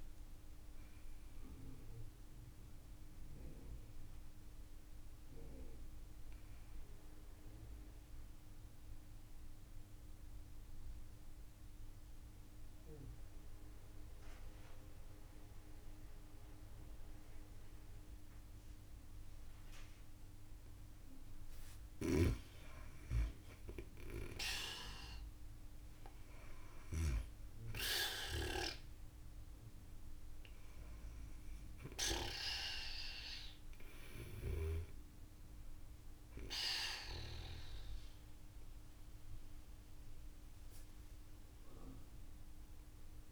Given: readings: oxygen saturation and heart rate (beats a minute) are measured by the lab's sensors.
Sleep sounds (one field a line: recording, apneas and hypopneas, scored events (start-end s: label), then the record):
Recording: breathing in sleep by a room microphone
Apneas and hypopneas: 1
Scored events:
0.00-1.00 s: long interval between heartbeats (device-marked)
4.50-21.00 s: obstructive apnea (oxygen 97% before, 91% lowest)
14.00-16.00 s: long interval between heartbeats (device-marked)
21.50-23.50 s: long interval between heartbeats (device-marked, heart rate 31 before, 32 extreme)
21.50-27.00 s: snoring (device-marked)
22.50-25.50 s: arousal
24.00-26.00 s: long interval between heartbeats (device-marked, heart rate 33 before, 37 extreme)
32.00-43.32 s: oxygen desaturation (device-marked, oxygen 95% before, 91% lowest)
35.00-37.00 s: long interval between heartbeats (device-marked)
From the record:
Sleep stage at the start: N2 (light sleep)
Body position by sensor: on the back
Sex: female